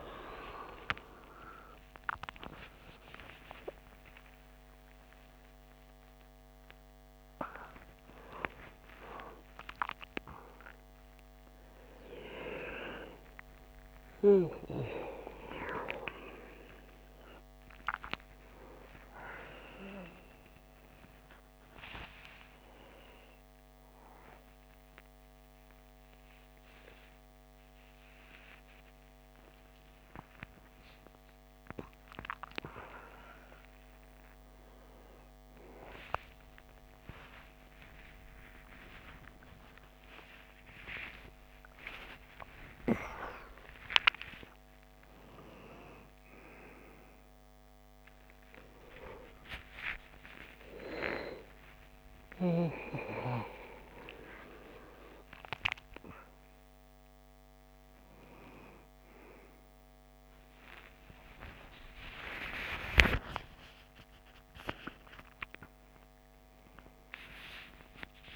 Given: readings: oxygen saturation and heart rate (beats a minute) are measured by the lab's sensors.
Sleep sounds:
a person awake in a sleep study, by a microphone on the trachea; none
8.00-16.00 s: oxygen desaturation (device-marked, oxygen 98% before, 94% lowest)
From the record:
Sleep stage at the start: awake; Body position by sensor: on the back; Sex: male

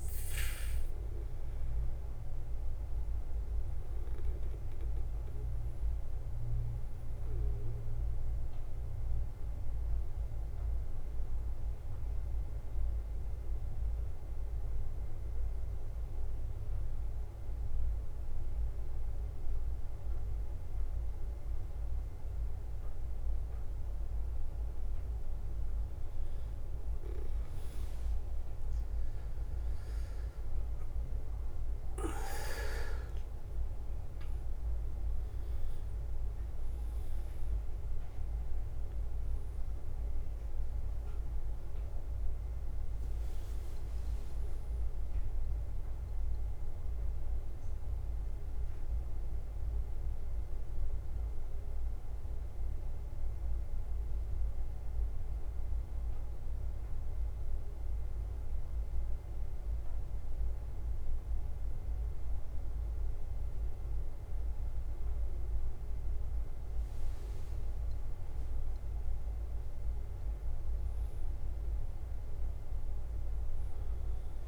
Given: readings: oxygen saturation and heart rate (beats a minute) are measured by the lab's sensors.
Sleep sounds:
breathing in sleep, hard to hear, by a room microphone; 2
0.00-14.50 s: oxygen desaturation (device-marked, oxygen 90% lowest, heart rate 51 extreme)
0.00-74.48 s: bradycardia (device-marked, heart rate 46 extreme)
5.50-25.00 s: obstructive apnea (oxygen 98% before, 90% lowest, heart rate 55 before, 51 extreme, up 4 after)
28.50-33.50 s: arousal
32.50-44.50 s: oxygen desaturation (device-marked, oxygen 97% before, 92% lowest, heart rate 51 before, 52 extreme)
46.00-48.00 s: long interval between heartbeats (device-marked, heart rate 55 before, 56 extreme)
53.00-66.50 s: hypopnea (oxygen 97% before, 91% lowest, heart rate 57 before, 49 extreme, up 2 after)
68.50-72.00 s: arousal
From the record:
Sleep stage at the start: N2 (light sleep); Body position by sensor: on the back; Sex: male

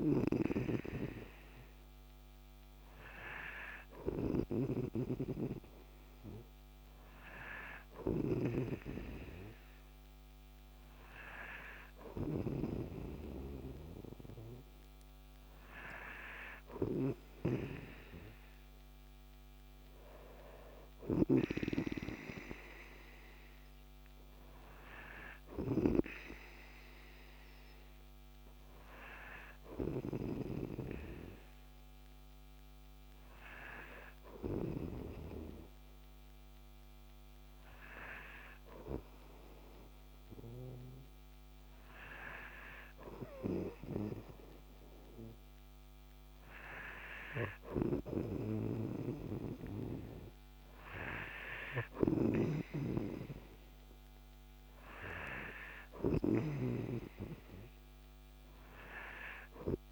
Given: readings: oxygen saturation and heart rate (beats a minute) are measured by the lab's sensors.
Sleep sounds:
breathing in sleep by a microphone on the trachea; none
0.00-26.50 s: snoring (device-marked)
52.00-57.00 s: snoring (device-marked)
From the record:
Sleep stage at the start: N3 (deep sleep); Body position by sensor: on the right side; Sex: male

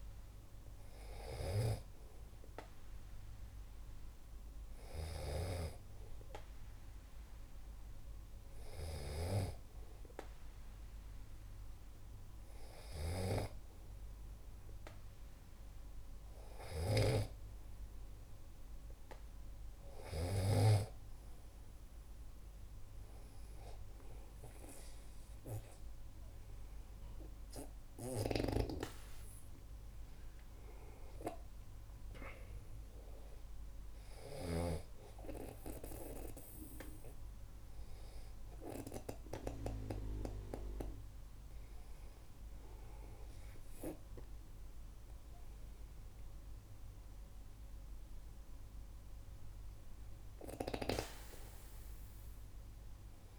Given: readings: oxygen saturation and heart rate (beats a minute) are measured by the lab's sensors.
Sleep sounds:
breathing in sleep by a room microphone; none
5.00-17.50 s: snoring (device-marked)
43.50-47.00 s: arousal
From the record:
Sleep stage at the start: N2 (light sleep); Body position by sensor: on the back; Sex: male

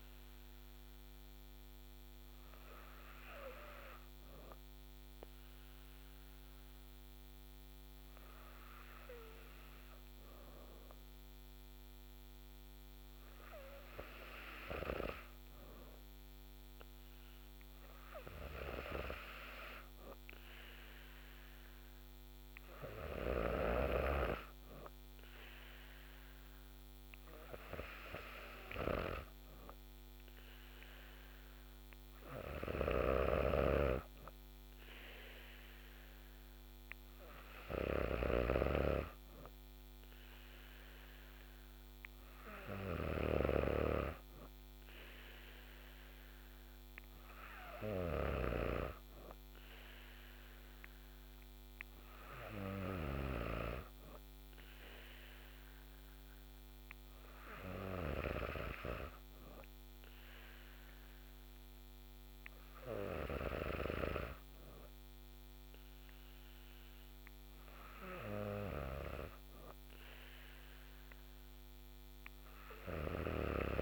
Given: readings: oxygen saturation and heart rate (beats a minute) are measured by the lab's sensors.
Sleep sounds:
breathing in sleep by a microphone on the trachea; 1
3.00-15.00 s: hypopnea (oxygen 96% before, 95% lowest, heart rate 61 before, 55 extreme, up 6 after)
10.50-40.50 s: new sleep stage, N2 (light sleep)
17.00-21.00 s: arousal
32.50-48.50 s: snoring (device-marked)
40.50-73.82 s: new sleep stage, N3 (deep sleep)
From the record:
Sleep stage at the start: N3 (deep sleep); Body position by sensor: on the back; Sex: female

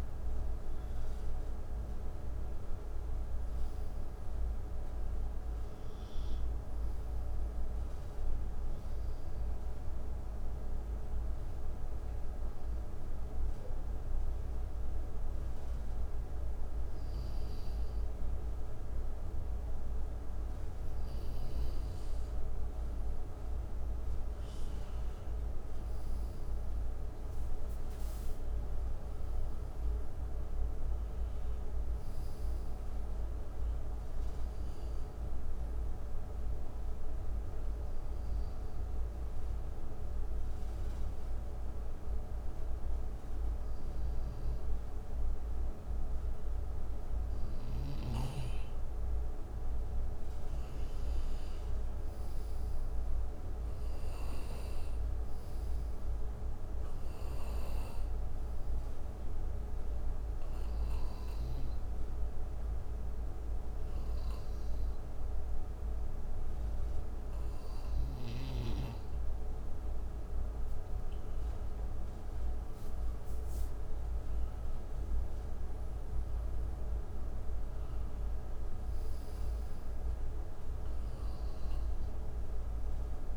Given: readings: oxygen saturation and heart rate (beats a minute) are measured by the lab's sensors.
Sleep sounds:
breathing in sleep, hard to hear, by a room microphone; 3
0.00-13.00 s: oxygen desaturation (device-marked, oxygen 89% lowest, heart rate 65 extreme)
8.50-21.00 s: obstructive apnea (oxygen 95% before, 90% lowest, heart rate 76 before, 65 extreme, up 10 after)
22.50-27.50 s: arousal
27.00-41.00 s: oxygen desaturation (device-marked, oxygen 95% before, 91% lowest, heart rate 68 before, 66 extreme)
37.00-49.00 s: obstructive apnea (oxygen 95% before, 90% lowest, heart rate 71 before, 67 extreme, up 7 after)
51.00-55.00 s: arousal
52.00-70.00 s: oxygen desaturation (device-marked, oxygen 95% before, 90% lowest, heart rate 70 before, 65 extreme)
59.50-71.50 s: obstructive apnea (oxygen 95% before, 89% lowest, heart rate 71 before, 65 extreme, up 9 after)
73.50-78.00 s: arousal
From the record:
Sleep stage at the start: N2 (light sleep); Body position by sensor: on the right side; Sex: male

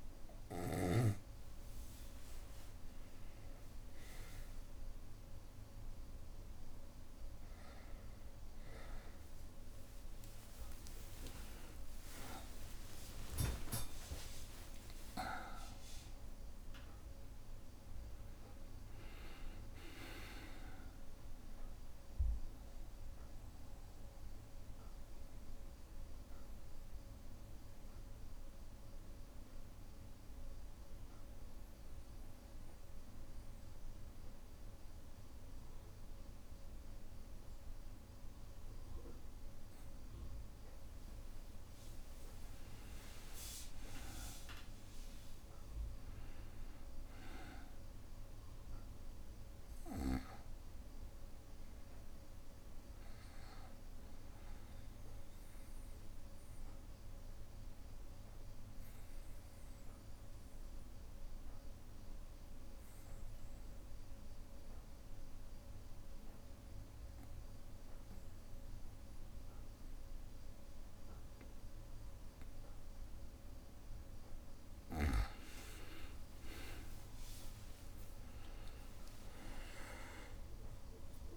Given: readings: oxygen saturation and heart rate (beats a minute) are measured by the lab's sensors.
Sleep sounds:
breathing in sleep by a room microphone; 2
9.50-14.50 s: arousal
12.50-14.50 s: long interval between heartbeats (device-marked, heart rate 63 before, 78 extreme)
14.50-16.50 s: long interval between heartbeats (device-marked, heart rate 65 before, 92 extreme)
21.50-40.50 s: mixed apnea (oxygen 99% before, 92% lowest, heart rate 74 before, 60 extreme, up 4 after)
43.00-47.50 s: arousal
50.00-65.00 s: oxygen desaturation (device-marked, oxygen 99% before, 94% lowest, heart rate 62 before, 60 extreme)
56.00-74.50 s: obstructive apnea (oxygen 99% before, 92% lowest, heart rate 62 before, 60 extreme, up 23 after)
75.00-81.36 s: new sleep stage, N1 (lightest sleep)
77.50-81.36 s: arousal
78.00-81.36 s: oxygen desaturation (device-marked, oxygen 98% before, 92% lowest, heart rate 61 before, 60 extreme)
79.50-81.36 s: long interval between heartbeats (device-marked, heart rate 62 before, 82 extreme)
From the record:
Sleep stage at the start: N2 (light sleep); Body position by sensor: on the back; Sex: male

